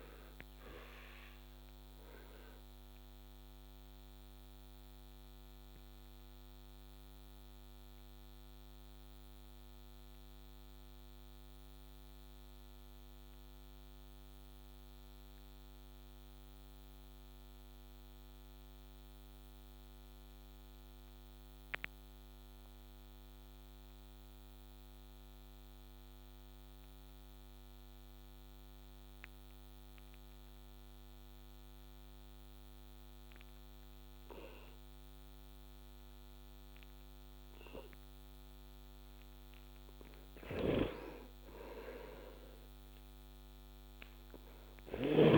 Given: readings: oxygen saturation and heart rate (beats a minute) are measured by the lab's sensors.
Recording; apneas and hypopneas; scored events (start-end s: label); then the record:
breathing in sleep by a microphone on the trachea; 1
0.00-18.50 s: oxygen desaturation (device-marked, oxygen 72% lowest, heart rate 53 extreme)
1.00-37.50 s: obstructive apnea (oxygen 96% before, 72% lowest, heart rate 67 before, 63 extreme, up 8 after)
32.50-45.38 s: oxygen desaturation (device-marked, oxygen 98% before, 78% lowest, heart rate 67 before, 63 extreme)
41.50-45.00 s: arousal
From the record:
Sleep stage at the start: N2 (light sleep); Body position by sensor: on the back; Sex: male